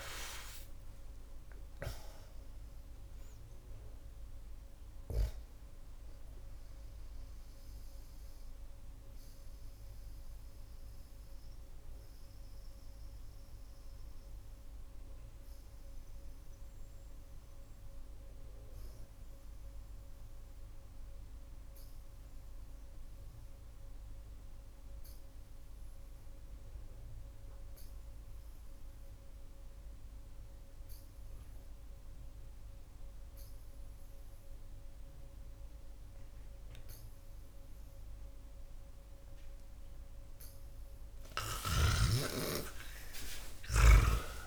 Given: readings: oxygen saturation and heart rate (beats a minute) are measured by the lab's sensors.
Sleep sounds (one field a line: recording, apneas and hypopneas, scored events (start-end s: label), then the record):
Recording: breathing in sleep by a room microphone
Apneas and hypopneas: 1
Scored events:
1.50-31.50 s: oxygen desaturation (device-marked, oxygen 93% before, 76% lowest)
5.50-39.00 s: mixed apnea (oxygen 93% before, 73% lowest)
42.00-44.47 s: arousal
From the record:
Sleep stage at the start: N2 (light sleep)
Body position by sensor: on the back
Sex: male